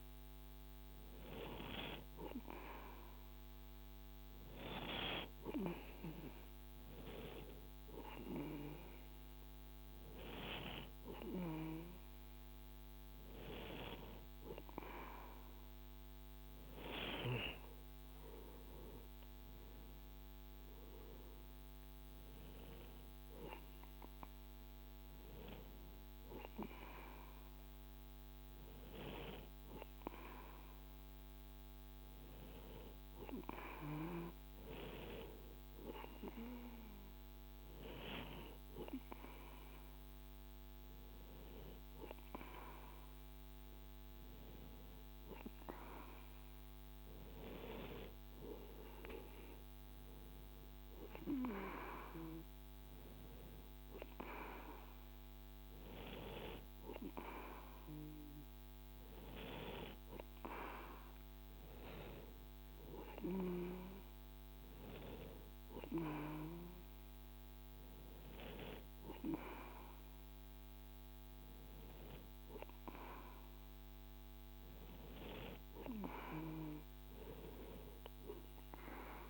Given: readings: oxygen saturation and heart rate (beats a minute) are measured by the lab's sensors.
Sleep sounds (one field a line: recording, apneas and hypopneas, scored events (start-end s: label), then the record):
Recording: breathing in sleep by a microphone on the trachea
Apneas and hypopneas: none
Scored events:
none scored
From the record:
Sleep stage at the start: N2 (light sleep)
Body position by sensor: on the right side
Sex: male